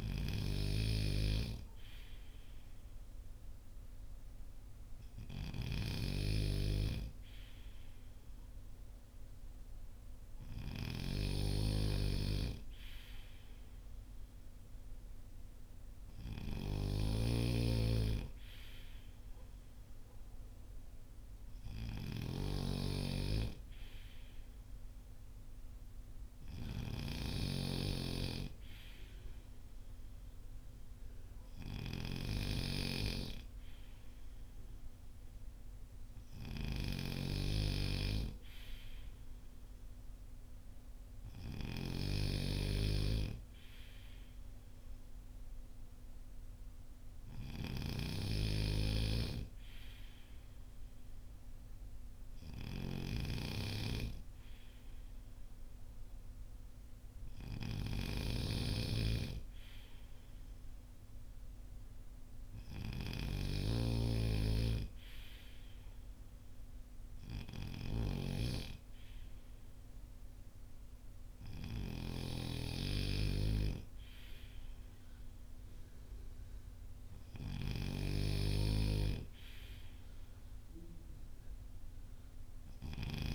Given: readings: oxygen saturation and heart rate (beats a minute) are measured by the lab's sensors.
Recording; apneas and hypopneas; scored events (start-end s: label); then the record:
breathing in sleep by a room microphone; none
0.00-10.50 s: snoring (device-marked)
16.50-83.35 s: snoring (device-marked)
From the record:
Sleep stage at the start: N3 (deep sleep); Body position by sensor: on the front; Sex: male